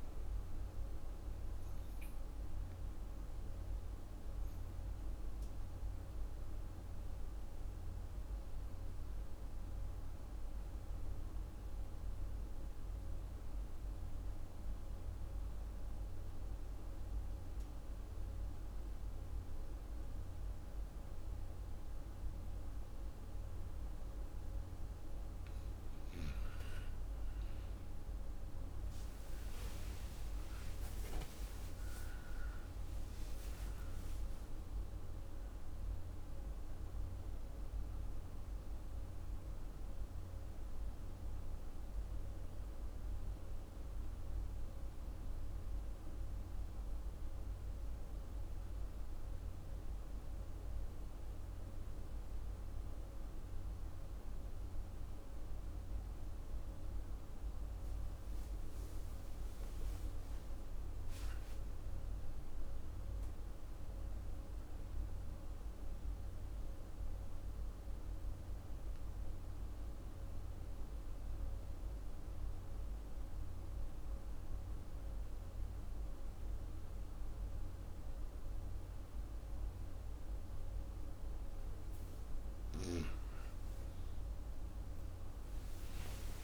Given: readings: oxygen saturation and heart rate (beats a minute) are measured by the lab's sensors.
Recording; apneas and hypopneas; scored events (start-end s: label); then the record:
breathing in sleep, hard to hear, by a room microphone; 3
0.00-14.00 s: oxygen desaturation (device-marked, oxygen 92% lowest)
2.50-24.00 s: obstructive apnea (oxygen 98% before, 89% lowest)
27.00-58.00 s: oxygen desaturation (device-marked, oxygen 97% before, 89% lowest)
28.50-35.00 s: arousal
48.50-58.50 s: obstructive apnea (oxygen 97% before, 89% lowest)
59.50-64.00 s: arousal
66.50-81.00 s: obstructive apnea (oxygen 99% before, 91% lowest)
84.00-86.44 s: arousal
85.00-86.44 s: oxygen desaturation (device-marked, oxygen 97% before, 91% lowest)
From the record:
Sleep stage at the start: N2 (light sleep); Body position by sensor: on the right side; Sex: female